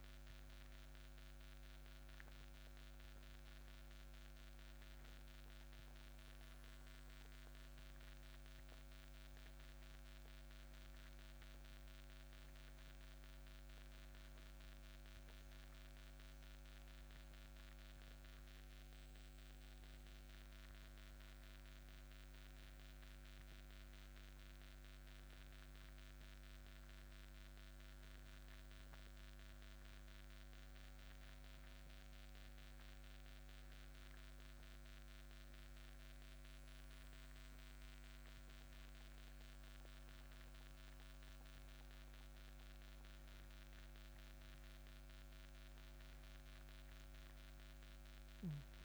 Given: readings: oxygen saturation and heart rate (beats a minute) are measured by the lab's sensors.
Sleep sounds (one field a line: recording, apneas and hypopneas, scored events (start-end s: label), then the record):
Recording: breathing in sleep, hard to hear, by a microphone on the trachea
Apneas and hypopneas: none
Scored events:
none scored
From the record:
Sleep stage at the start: N1 (lightest sleep)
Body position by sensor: on the back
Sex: male